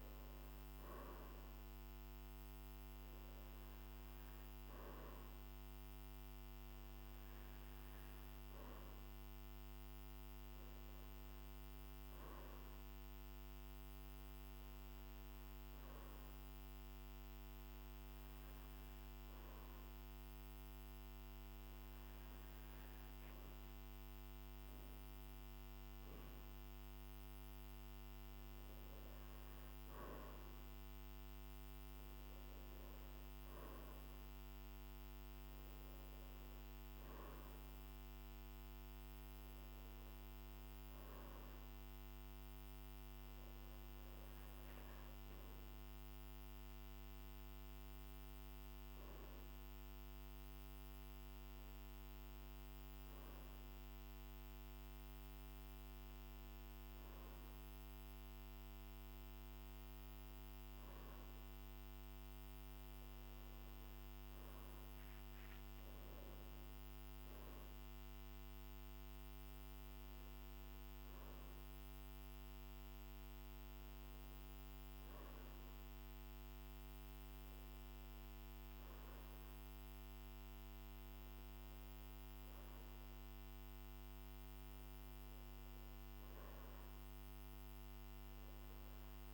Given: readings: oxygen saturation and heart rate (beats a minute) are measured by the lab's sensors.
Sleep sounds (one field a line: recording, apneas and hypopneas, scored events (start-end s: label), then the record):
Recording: breathing in sleep, hard to hear, by a microphone on the trachea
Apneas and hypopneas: none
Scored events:
none scored
From the record:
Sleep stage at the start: N2 (light sleep)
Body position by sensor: on the back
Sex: male